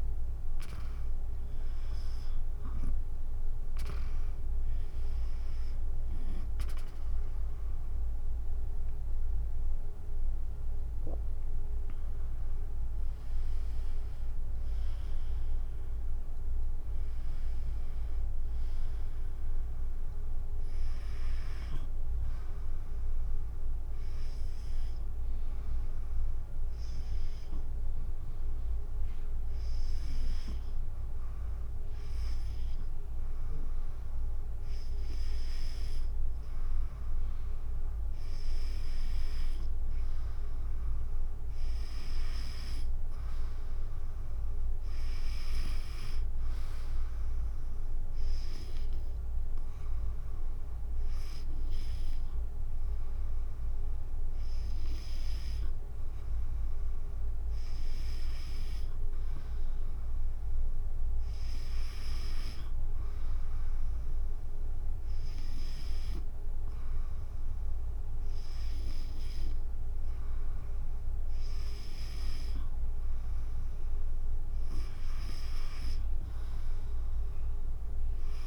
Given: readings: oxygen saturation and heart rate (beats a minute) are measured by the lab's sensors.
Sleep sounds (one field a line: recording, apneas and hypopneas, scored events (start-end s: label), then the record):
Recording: breathing in sleep by a room microphone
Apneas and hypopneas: 2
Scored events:
6.50-19.50 s: drop in pulse transit time (device-marked, heart rate 60 before, 74 extreme)
16.00-20.00 s: arousal
25.00-35.00 s: hypopnea (oxygen 96% before, 93% lowest, heart rate 71 before, 46 extreme, up 7 after)
37.50-58.50 s: oxygen desaturation (device-marked, oxygen 96% before, 93% lowest, heart rate 67 before, 45 extreme)
38.00-42.00 s: arousal
41.50-52.50 s: drop in pulse transit time (device-marked, heart rate 65 before, 48 extreme)
47.50-58.50 s: hypopnea (oxygen 96% before, 93% lowest, heart rate 62 before, 45 extreme, up 9 after)
61.00-64.50 s: arousal
74.50-78.47 s: drop in pulse transit time (device-marked, heart rate 53 before, 38 extreme)
From the record:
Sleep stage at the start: N2 (light sleep)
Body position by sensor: on the back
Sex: female